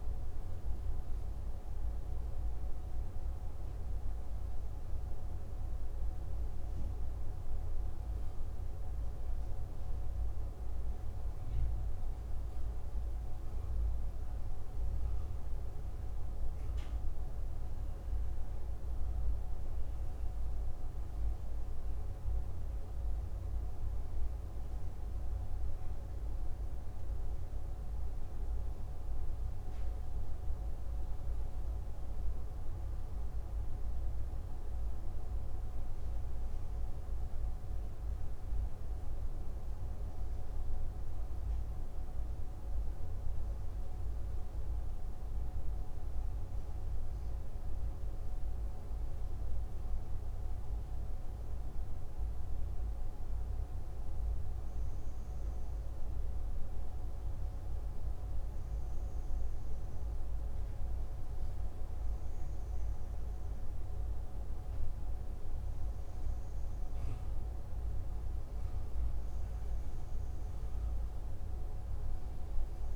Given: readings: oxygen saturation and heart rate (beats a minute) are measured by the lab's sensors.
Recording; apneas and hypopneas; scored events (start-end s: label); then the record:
breathing in sleep, hard to hear, by a room microphone; none
1.00-72.95 s: new sleep stage, N2 (light sleep)
From the record:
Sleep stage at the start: N1 (lightest sleep); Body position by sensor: on the left side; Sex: male